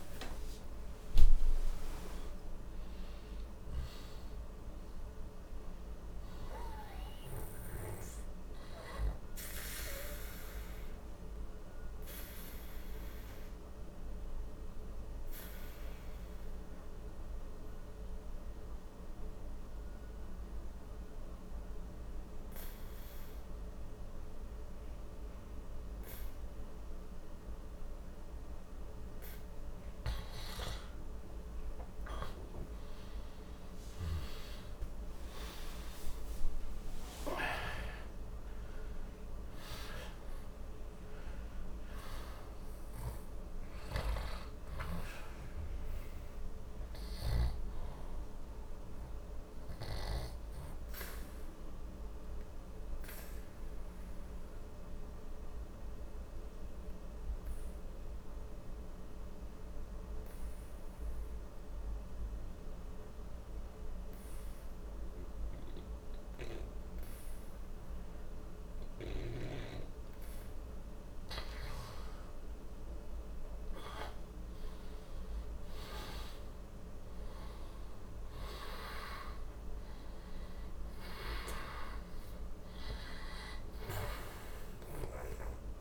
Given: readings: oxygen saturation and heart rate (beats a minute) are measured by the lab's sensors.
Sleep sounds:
breathing in sleep by a room microphone; 2
0.00-10.00 s: oxygen desaturation (device-marked, oxygen 93% lowest)
9.50-29.50 s: obstructive apnea (oxygen 97% before, 89% lowest, heart rate 134 before, 30 extreme, up 12 after)
32.50-38.00 s: arousal
36.00-63.00 s: oxygen desaturation (device-marked, oxygen 98% before, 89% lowest, heart rate 61 before, 60 extreme)
49.50-71.50 s: obstructive apnea (oxygen 98% before, 89% lowest, heart rate 65 before, 60 extreme, up 3 after)
72.50-77.00 s: arousal
75.00-85.81 s: oxygen desaturation (device-marked, oxygen 98% before, 89% lowest, heart rate 61 before, 60 extreme)
From the record:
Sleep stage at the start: N2 (light sleep); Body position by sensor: on the back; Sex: male

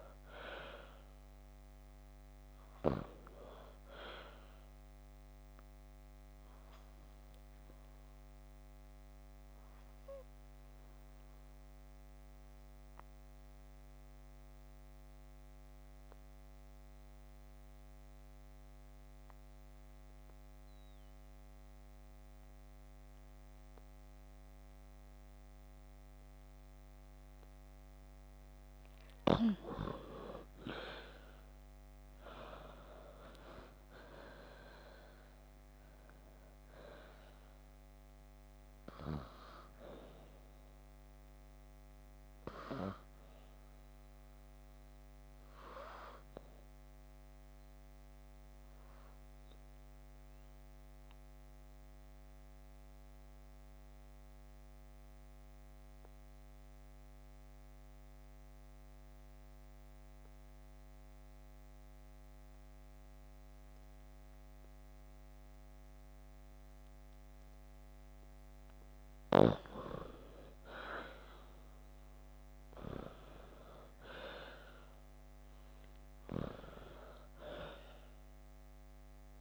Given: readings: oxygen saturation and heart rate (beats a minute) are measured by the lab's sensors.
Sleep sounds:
breathing in sleep by a microphone on the trachea; 2
0.00-2.50 s: oxygen desaturation (device-marked, oxygen 90% lowest)
5.00-28.00 s: obstructive apnea (oxygen 96% before, 89% lowest)
29.50-34.50 s: arousal
29.50-39.50 s: oxygen desaturation (device-marked, oxygen 96% before, 89% lowest)
45.00-68.50 s: obstructive apnea (oxygen 96% before, 88% lowest)
66.50-77.50 s: oxygen desaturation (device-marked, oxygen 96% before, 91% lowest)
70.50-75.00 s: arousal
From the record:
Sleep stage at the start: N2 (light sleep); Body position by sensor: on the back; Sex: female

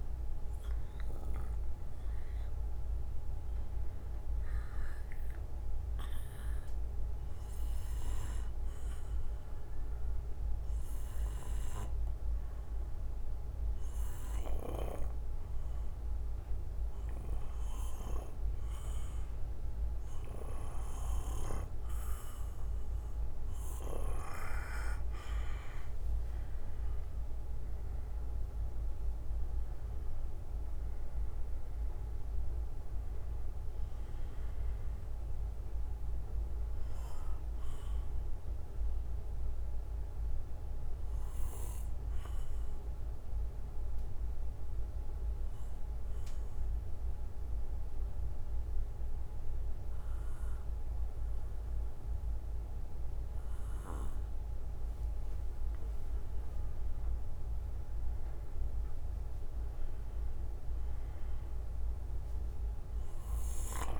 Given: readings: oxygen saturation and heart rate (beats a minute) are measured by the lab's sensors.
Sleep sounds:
breathing in sleep by a room microphone; 2
8.50-19.50 s: obstructive apnea (oxygen 97% before, 91% lowest, heart rate 60 before, 52 extreme, up 6 after)
11.00-58.00 s: oxygen desaturation (device-marked, oxygen 97% before, 91% lowest, heart rate 60 before, 51 extreme)
19.00-21.00 s: bradycardia (device-marked, heart rate 62 before, 57 extreme)
32.50-36.00 s: arousal
37.00-54.00 s: bradycardia (device-marked, heart rate 62 before, 51 extreme)
39.50-55.50 s: obstructive apnea (oxygen 96% before, 91% lowest, heart rate 63 before, 51 extreme, up 14 after)
58.00-61.50 s: arousal
62.00-64.00 s: bradycardia (device-marked, heart rate 62 before, 61 extreme)
From the record:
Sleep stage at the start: N2 (light sleep); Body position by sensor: on the back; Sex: male

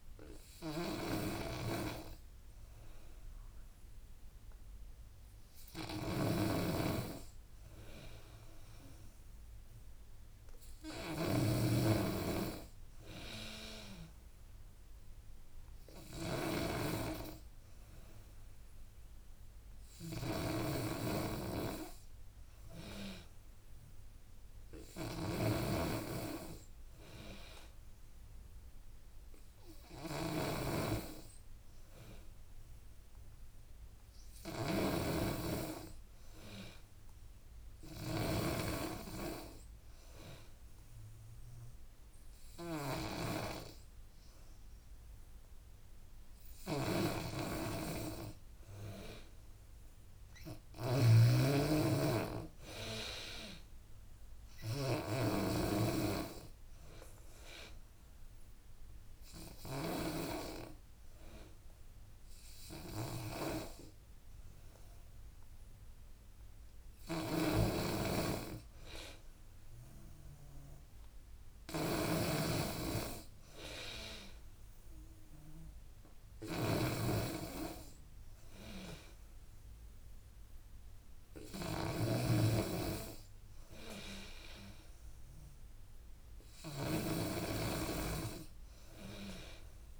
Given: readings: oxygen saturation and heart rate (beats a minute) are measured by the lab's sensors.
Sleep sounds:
breathing in sleep by a room microphone; 2
0.00-90.00 s: snoring (device-marked)
30.00-33.00 s: arousal
37.00-52.00 s: oxygen desaturation (device-marked, oxygen 95% before, 90% lowest, heart rate 80 before, 80 extreme)
39.50-50.50 s: hypopnea (oxygen 95% before, 90% lowest, heart rate 80 before, 80 extreme, up 7 after)
52.00-54.50 s: arousal
57.50-68.50 s: hypopnea (oxygen 95% before, 90% lowest, heart rate 84 before, 80 extreme, up 8 after)
59.00-70.00 s: oxygen desaturation (device-marked, oxygen 93% before, 90% lowest, heart rate 85 before, 80 extreme)
71.50-75.50 s: arousal
From the record:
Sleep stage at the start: N2 (light sleep); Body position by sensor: on the back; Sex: female

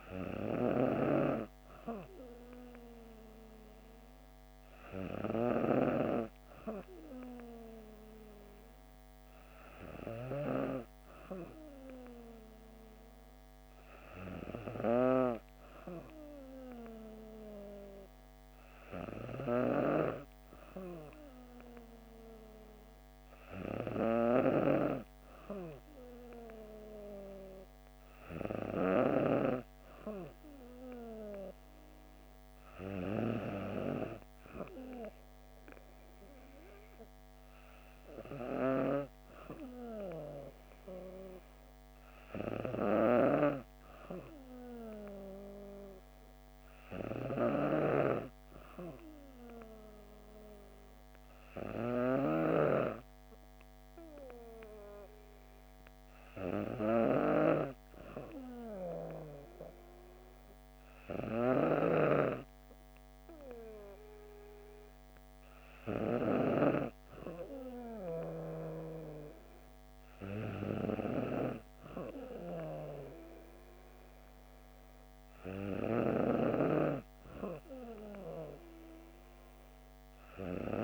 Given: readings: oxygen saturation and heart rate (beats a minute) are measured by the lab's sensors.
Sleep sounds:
breathing in sleep by a microphone on the trachea; none
none scored
From the record:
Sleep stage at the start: N2 (light sleep); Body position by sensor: on the back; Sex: female

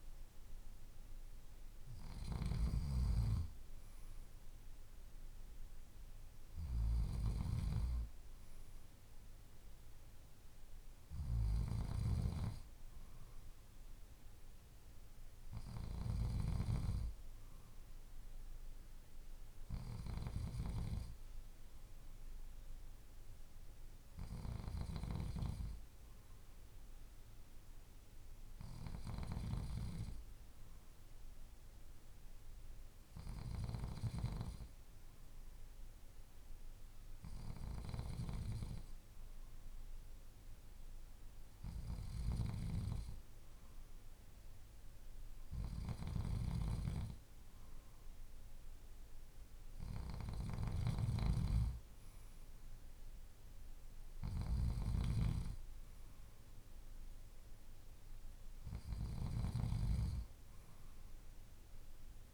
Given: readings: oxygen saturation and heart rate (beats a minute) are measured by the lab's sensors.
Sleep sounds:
breathing in sleep by a room microphone; none
none scored
From the record:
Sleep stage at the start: N2 (light sleep); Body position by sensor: on the left side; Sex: male

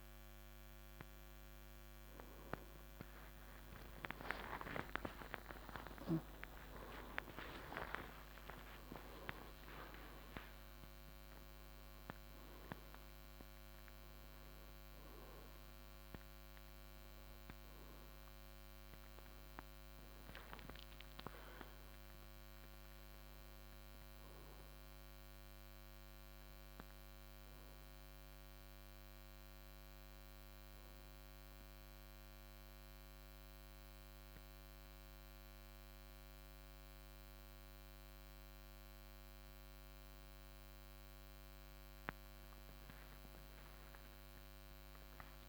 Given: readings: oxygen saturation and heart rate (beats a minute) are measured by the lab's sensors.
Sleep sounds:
breathing in sleep by a microphone on the trachea; 1
0.00-9.00 s: oxygen desaturation (device-marked, oxygen 93% lowest, heart rate 56 extreme)
2.00-7.00 s: arousal
2.00-12.00 s: tachycardia (device-marked, heart rate 57 before, 215 extreme)
24.00-42.00 s: oxygen desaturation (device-marked, oxygen 95% before, 90% lowest, heart rate 114 before, 54 extreme)
26.50-38.50 s: obstructive apnea (oxygen 95% before, 91% lowest, heart rate 109 before, 54 extreme, up 0 after)
42.50-45.49 s: arousal
From the record:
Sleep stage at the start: N2 (light sleep); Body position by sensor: on the right side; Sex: male

